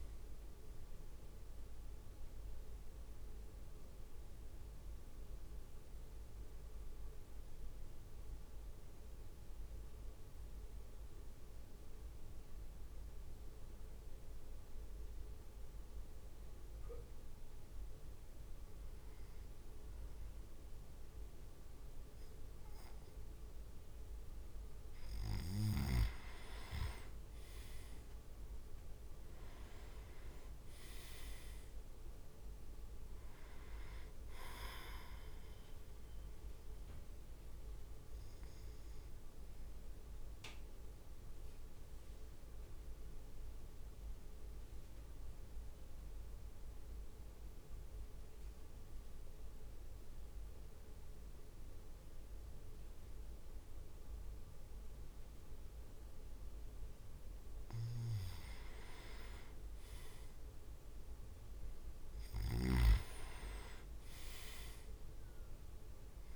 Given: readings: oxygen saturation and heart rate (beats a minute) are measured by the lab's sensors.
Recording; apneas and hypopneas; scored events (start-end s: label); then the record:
breathing in sleep by a room microphone; 2
0.00-16.00 s: oxygen desaturation (device-marked, oxygen 96% lowest, heart rate 51 extreme)
2.50-23.00 s: mixed apnea (oxygen 100% before, 95% lowest, heart rate 56 before, 51 extreme, up 4 after)
26.00-31.00 s: arousal
30.00-40.00 s: drop in pulse transit time (device-marked, heart rate 53 before, 51 extreme)
38.00-57.00 s: mixed apnea (oxygen 99% before, 95% lowest, heart rate 54 before, 51 extreme, up 3 after)
60.50-64.00 s: arousal
From the record:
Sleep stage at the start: N2 (light sleep); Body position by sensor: on the back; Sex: male